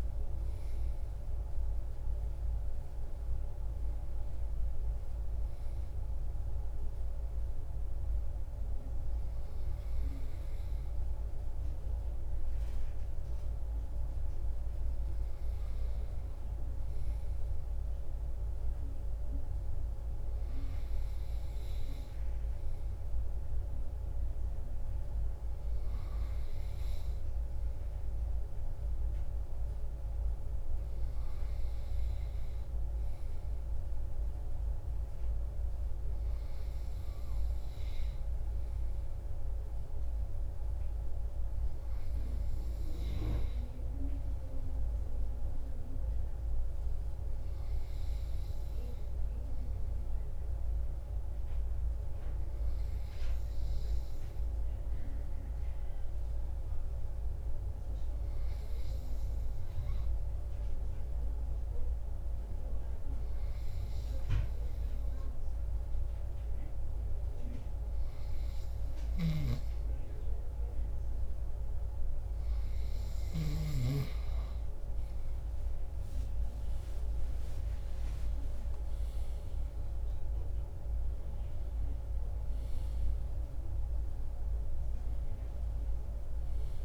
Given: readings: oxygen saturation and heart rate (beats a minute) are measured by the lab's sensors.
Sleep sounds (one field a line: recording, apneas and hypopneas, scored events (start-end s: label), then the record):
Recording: breathing in sleep, hard to hear, by a room microphone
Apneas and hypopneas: 2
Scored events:
5.00-28.00 s: hypopnea (oxygen 96% before, 94% lowest)
8.50-86.85 s: new sleep stage, N2 (light sleep)
32.50-36.00 s: arousal
45.50-69.00 s: hypopnea (oxygen 97% before, 94% lowest)
69.00-74.00 s: snoring (device-marked)
75.00-80.00 s: arousal
From the record:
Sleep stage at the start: N1 (lightest sleep)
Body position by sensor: on the left side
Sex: male